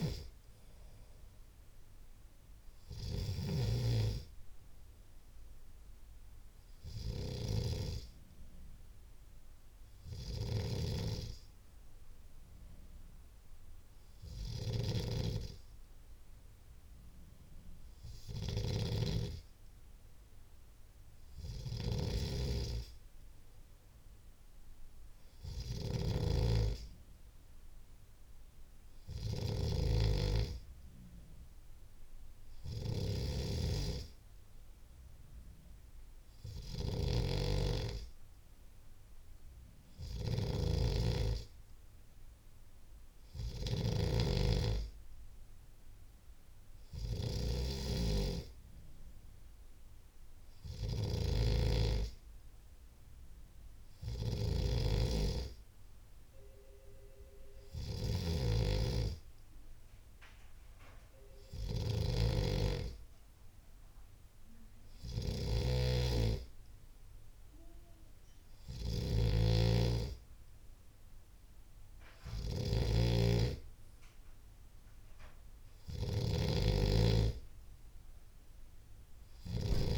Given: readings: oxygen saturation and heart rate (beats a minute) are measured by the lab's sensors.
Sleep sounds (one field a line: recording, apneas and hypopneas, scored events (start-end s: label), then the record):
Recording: breathing in sleep by a room microphone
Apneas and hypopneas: none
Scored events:
none scored
From the record:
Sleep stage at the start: N3 (deep sleep)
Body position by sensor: on the left side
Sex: male